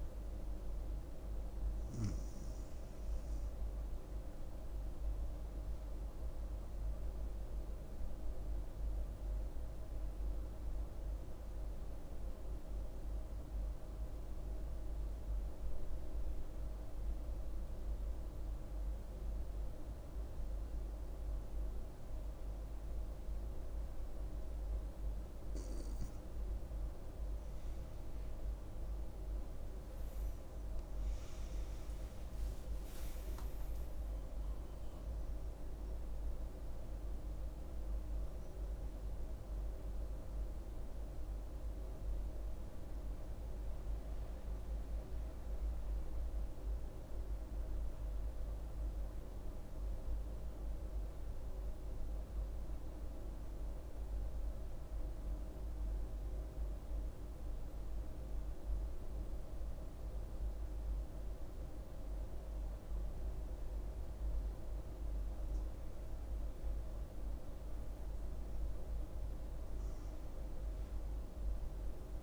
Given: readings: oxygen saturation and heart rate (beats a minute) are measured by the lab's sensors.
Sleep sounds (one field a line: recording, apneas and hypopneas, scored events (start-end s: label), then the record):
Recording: breathing in sleep, hard to hear, by a room microphone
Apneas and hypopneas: 2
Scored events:
6.00-25.50 s: obstructive apnea (oxygen 98% before, 94% lowest, heart rate 68 before, 63 extreme, up 7 after)
17.00-25.00 s: oxygen desaturation (device-marked, oxygen 97% before, 94% lowest, heart rate 68 before, 64 extreme)
30.00-34.50 s: arousal
46.50-64.50 s: obstructive apnea (oxygen 97% before, 94% lowest, heart rate 72 before, 63 extreme, up 6 after)
67.00-71.00 s: arousal
From the record:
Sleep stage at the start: N2 (light sleep)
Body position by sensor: on the front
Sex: female